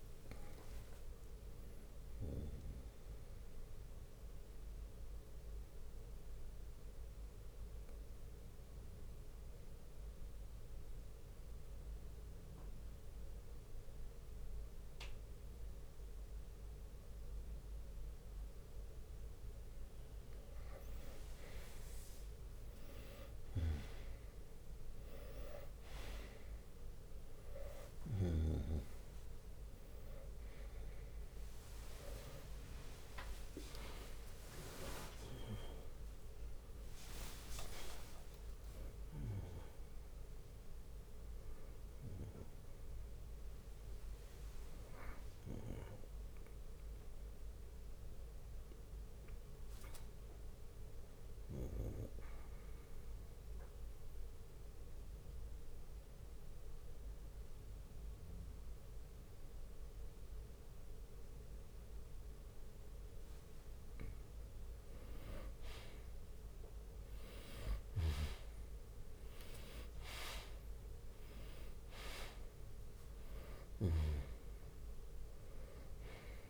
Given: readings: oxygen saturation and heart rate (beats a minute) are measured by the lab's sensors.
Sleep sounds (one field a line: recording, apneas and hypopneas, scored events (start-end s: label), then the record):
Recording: breathing in sleep by a room microphone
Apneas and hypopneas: 2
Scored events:
0.00-2.50 s: drop in pulse transit time (device-marked, heart rate 69 extreme)
0.00-2.50 s: oxygen desaturation (device-marked, oxygen 92% lowest, heart rate 59 extreme)
3.00-19.50 s: mixed apnea (oxygen 98% before, 92% lowest, heart rate 70 before, 59 extreme, up 9 after)
6.50-8.50 s: bradycardia (device-marked, heart rate 68 before, 62 extreme)
9.50-12.50 s: bradycardia (device-marked, heart rate 68 before, 59 extreme)
13.50-16.50 s: bradycardia (device-marked, heart rate 68 before, 59 extreme)
21.00-25.50 s: arousal
30.00-32.00 s: long interval between heartbeats (device-marked, heart rate 62 before, 70 extreme)
31.50-45.50 s: drop in pulse transit time (device-marked, heart rate 63 before, 68 extreme)
32.50-48.50 s: oxygen desaturation (device-marked, oxygen 98% before, 93% lowest, heart rate 64 before, 62 extreme)
33.00-35.00 s: long interval between heartbeats (device-marked, heart rate 64 before, 78 extreme)
34.50-36.50 s: tachycardia (device-marked, heart rate 66 before, 80 extreme)
37.00-39.00 s: long interval between heartbeats (device-marked, heart rate 68 before, 98 extreme)
46.00-49.50 s: arousal
52.00-64.00 s: mixed apnea (oxygen 98% before, 90% lowest, heart rate 83 before, 59 extreme, up 7 after)
65.50-69.50 s: arousal
66.50-76.50 s: oxygen desaturation (device-marked, oxygen 98% before, 91% lowest, heart rate 65 before, 58 extreme)
From the record:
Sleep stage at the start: N2 (light sleep)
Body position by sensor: on the back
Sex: male